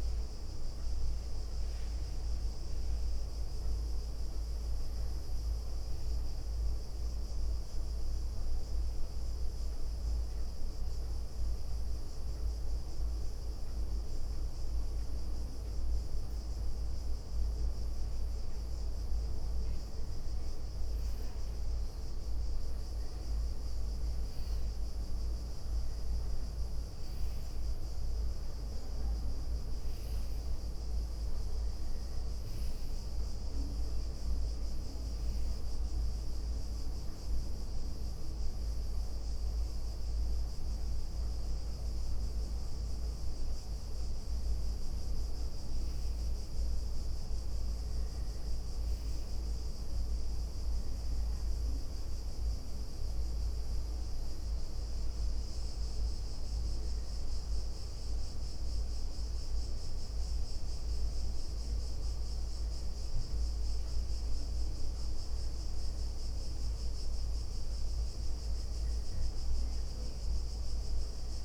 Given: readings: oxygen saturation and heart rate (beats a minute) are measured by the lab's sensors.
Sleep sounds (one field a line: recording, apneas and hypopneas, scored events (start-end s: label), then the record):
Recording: breathing in sleep, hard to hear, by a room microphone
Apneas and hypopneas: none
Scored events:
0.00-2.00 s: leg movement (device-marked)
26.50-37.00 s: leg movement (device-marked)
37.00-39.50 s: leg movement (device-marked)
40.50-45.50 s: leg movement (device-marked)
53.50-55.50 s: leg movement (device-marked)
56.50-61.00 s: leg movement (device-marked)
62.00-67.00 s: leg movement (device-marked)
68.00-70.50 s: leg movement (device-marked)
From the record:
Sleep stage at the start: N2 (light sleep)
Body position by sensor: on the right side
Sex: female